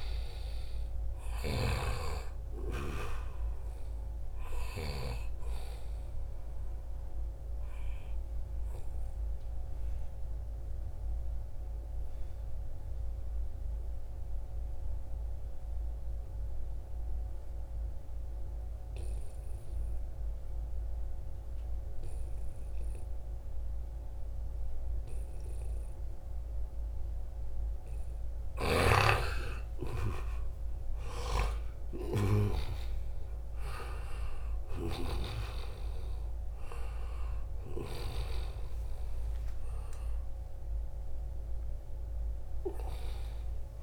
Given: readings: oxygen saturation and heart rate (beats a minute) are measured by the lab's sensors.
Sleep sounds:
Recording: breathing in sleep by a room microphone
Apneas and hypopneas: 1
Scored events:
3.50-13.50 s: oxygen desaturation (device-marked, oxygen 95% before, 91% lowest, heart rate 76 before, 71 extreme)
6.50-27.50 s: obstructive apnea (oxygen 95% before, 87% lowest, heart rate 76 before, 71 extreme, up 3 after)
30.50-43.83 s: oxygen desaturation (device-marked, oxygen 94% before, 87% lowest, heart rate 73 before, 74 extreme)
32.00-38.50 s: arousal
From the record:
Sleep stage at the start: N2 (light sleep)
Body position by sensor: on the right side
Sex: male

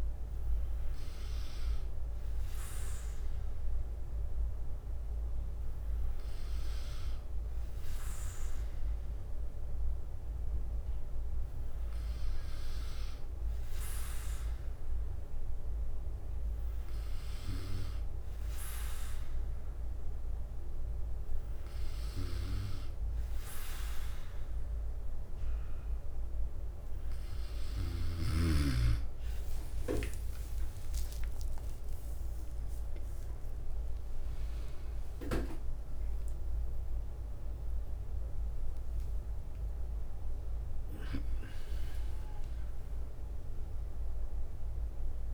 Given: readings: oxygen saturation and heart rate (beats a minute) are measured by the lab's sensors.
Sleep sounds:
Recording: a person awake in a sleep study, by a room microphone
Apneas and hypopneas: none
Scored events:
8.00-45.34 s: new sleep stage, awake
28.00-35.00 s: leg movement (device-marked)
From the record:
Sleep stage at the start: N3 (deep sleep)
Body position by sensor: on the back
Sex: male

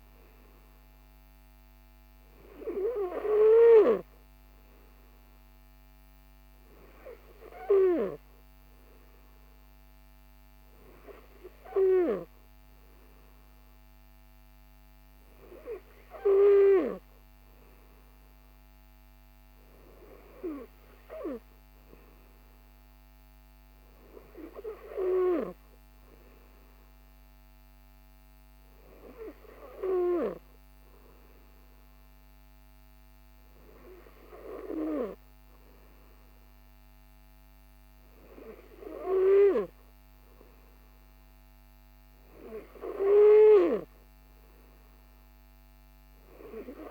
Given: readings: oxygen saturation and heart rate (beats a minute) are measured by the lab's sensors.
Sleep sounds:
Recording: breathing in sleep by a microphone on the trachea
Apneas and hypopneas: none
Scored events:
none scored
From the record:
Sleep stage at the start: N3 (deep sleep)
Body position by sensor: on the right side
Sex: male

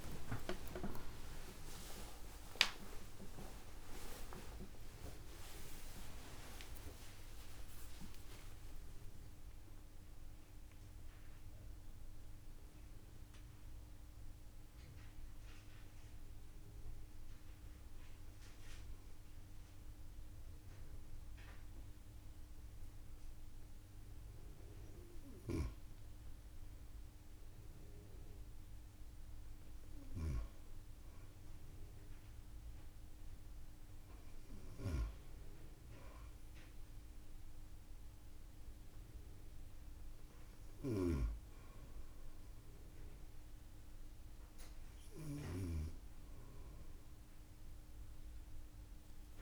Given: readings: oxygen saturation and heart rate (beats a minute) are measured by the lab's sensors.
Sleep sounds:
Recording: a person awake in a sleep study, by a room microphone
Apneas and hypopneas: none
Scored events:
0.00-1.50 s: long interval between heartbeats (device-marked, heart rate 98 extreme)
0.00-8.00 s: oxygen desaturation (device-marked, oxygen 92% lowest)
7.00-9.00 s: long interval between heartbeats (device-marked, heart rate 63 before, 79 extreme)
30.00-49.42 s: new sleep stage, N2 (light sleep)
39.00-49.42 s: oxygen desaturation (device-marked, oxygen 98% before, 94% lowest)
From the record:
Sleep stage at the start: awake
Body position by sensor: on the front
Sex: female

